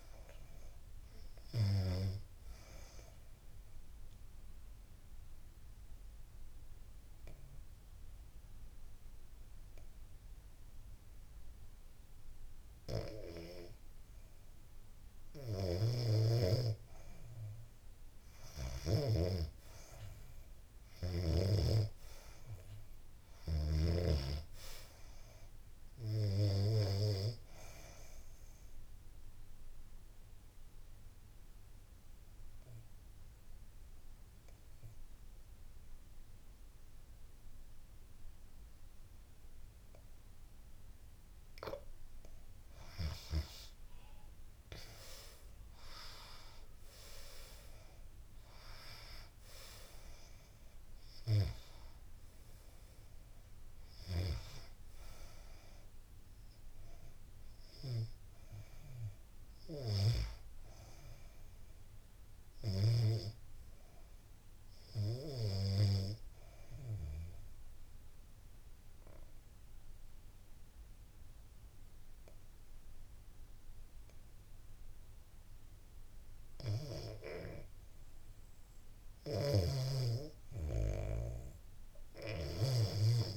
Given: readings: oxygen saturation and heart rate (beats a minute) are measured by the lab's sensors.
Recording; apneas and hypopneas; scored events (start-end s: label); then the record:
breathing in sleep by a room microphone; 3
2.00-14.00 s: obstructive apnea (oxygen 98% before, 87% lowest, heart rate 75 before, 68 extreme, up 7 after)
17.00-20.00 s: arousal
18.50-35.50 s: oxygen desaturation (device-marked, oxygen 95% before, 89% lowest, heart rate 72 before, 75 extreme)
27.00-40.00 s: obstructive apnea (oxygen 95% before, 87% lowest, heart rate 72 before, 75 extreme, up 9 after)
42.00-46.50 s: arousal
47.50-60.50 s: oxygen desaturation (device-marked, oxygen 94% before, 87% lowest, heart rate 77 before, 71 extreme)
65.00-76.00 s: obstructive apnea (oxygen 98% before, 87% lowest, heart rate 82 before, 71 extreme, up 3 after)
77.50-81.00 s: arousal
78.00-83.37 s: snoring (device-marked)
79.50-83.37 s: oxygen desaturation (device-marked, oxygen 96% before, 87% lowest, heart rate 75 before, 75 extreme)
From the record:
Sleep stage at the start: N2 (light sleep); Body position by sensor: on the back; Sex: female